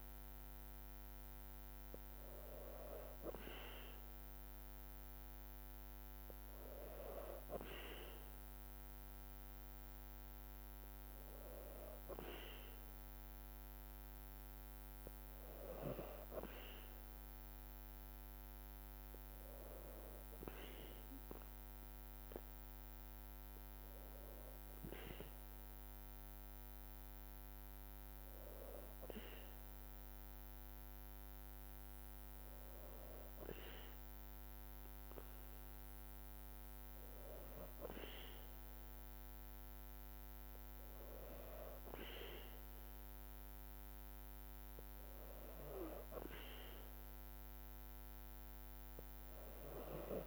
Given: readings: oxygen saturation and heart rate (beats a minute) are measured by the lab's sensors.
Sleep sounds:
breathing in sleep by a microphone on the trachea; none
none scored
From the record:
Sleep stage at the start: N2 (light sleep); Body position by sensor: on the back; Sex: female

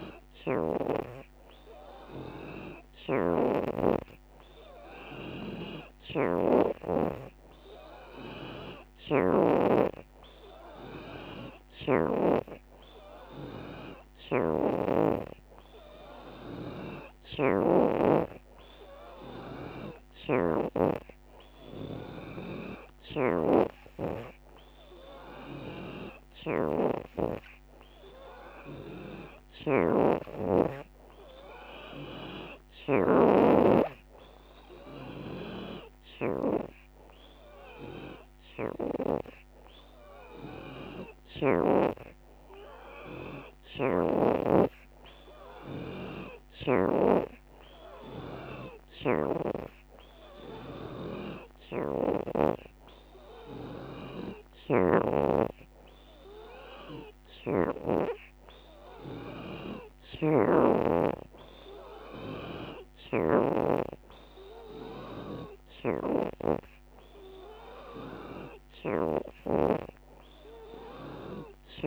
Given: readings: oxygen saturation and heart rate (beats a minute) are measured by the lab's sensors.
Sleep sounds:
breathing in sleep by a microphone on the trachea; none
0.00-11.00 s: oxygen desaturation (device-marked, oxygen 77% before, 74% lowest, heart rate 93 before, 80 extreme)
3.50-5.50 s: long interval between heartbeats (device-marked, heart rate 92 before, 82 extreme)
33.00-35.00 s: long interval between heartbeats (device-marked, heart rate 93 before, 83 extreme)
40.00-49.00 s: oxygen desaturation (device-marked, oxygen 75% before, 72% lowest, heart rate 91 before, 87 extreme)
43.50-45.50 s: long interval between heartbeats (device-marked, heart rate 90 before, 91 extreme)
From the record:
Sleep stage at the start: N3 (deep sleep); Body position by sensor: on the back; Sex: female

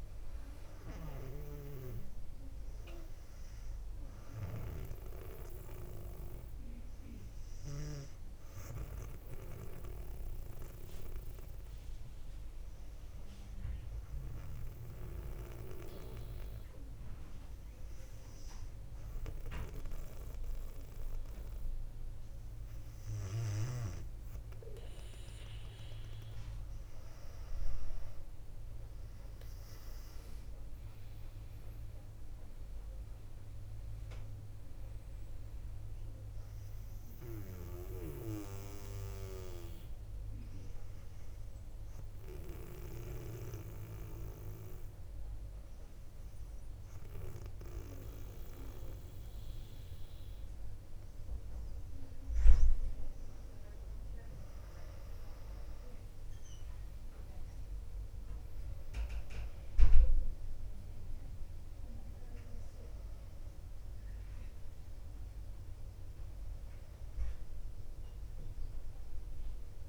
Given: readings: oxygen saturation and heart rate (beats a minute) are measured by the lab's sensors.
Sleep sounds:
breathing in sleep by a room microphone; 2
0.00-16.00 s: oxygen desaturation (device-marked, oxygen 99% before, 96% lowest, heart rate 58 before, 58 extreme)
13.00-25.50 s: obstructive apnea (oxygen 99% before, 97% lowest, heart rate 59 before, 57 extreme, up 4 after)
30.50-35.00 s: arousal
39.00-53.00 s: obstructive apnea (oxygen 99% before, 97% lowest, heart rate 60 before, 57 extreme, up 5 after)
55.00-59.00 s: arousal
From the record:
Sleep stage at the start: N2 (light sleep); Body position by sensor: on the back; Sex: female

